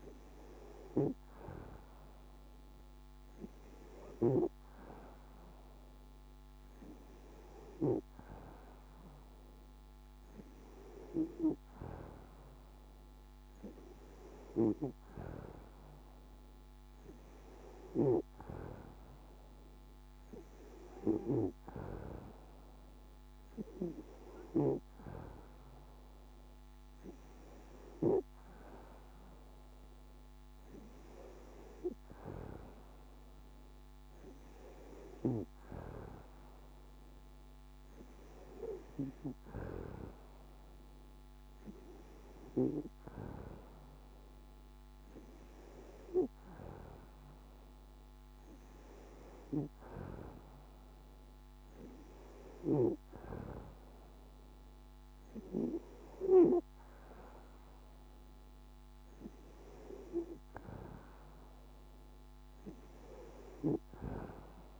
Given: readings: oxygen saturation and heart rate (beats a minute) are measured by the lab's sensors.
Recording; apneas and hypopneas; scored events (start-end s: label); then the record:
breathing in sleep by a microphone on the trachea; none
none scored
From the record:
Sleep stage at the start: N2 (light sleep); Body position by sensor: on the back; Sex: female